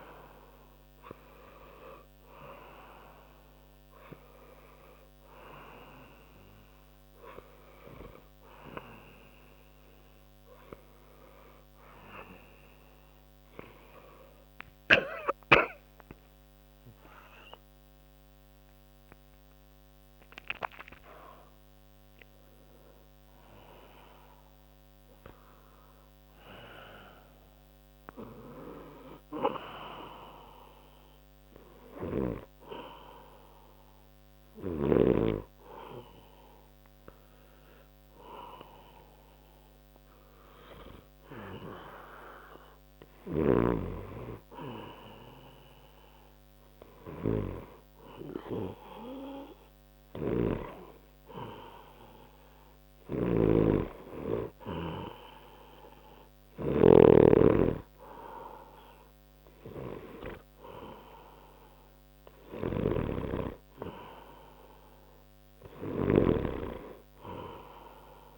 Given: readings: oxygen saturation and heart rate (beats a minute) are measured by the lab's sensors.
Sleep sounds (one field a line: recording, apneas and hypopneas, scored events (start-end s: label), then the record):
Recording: breathing in sleep by a microphone on the trachea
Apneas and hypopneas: 1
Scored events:
16.50-20.00 s: arousal
31.00-44.50 s: hypopnea (oxygen 95% before, 90% lowest, heart rate 70 before, 62 extreme, up 0 after)
46.00-49.50 s: arousal
53.00-57.00 s: snoring (device-marked)
66.00-68.38 s: snoring (device-marked)
From the record:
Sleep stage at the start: N2 (light sleep)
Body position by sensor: on the back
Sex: male